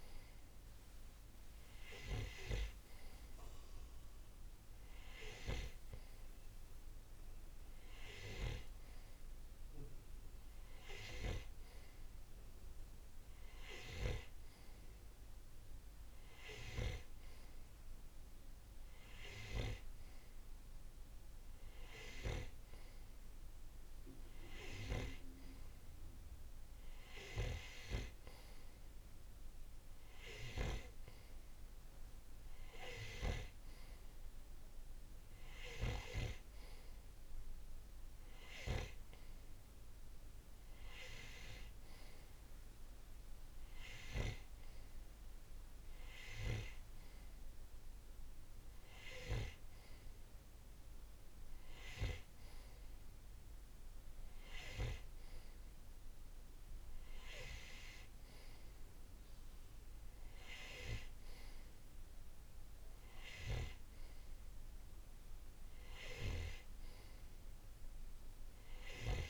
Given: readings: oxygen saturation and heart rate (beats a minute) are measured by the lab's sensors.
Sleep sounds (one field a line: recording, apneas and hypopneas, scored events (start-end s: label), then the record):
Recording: breathing in sleep by a room microphone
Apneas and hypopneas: none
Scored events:
none scored
From the record:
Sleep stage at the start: N2 (light sleep)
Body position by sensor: on the right side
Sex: male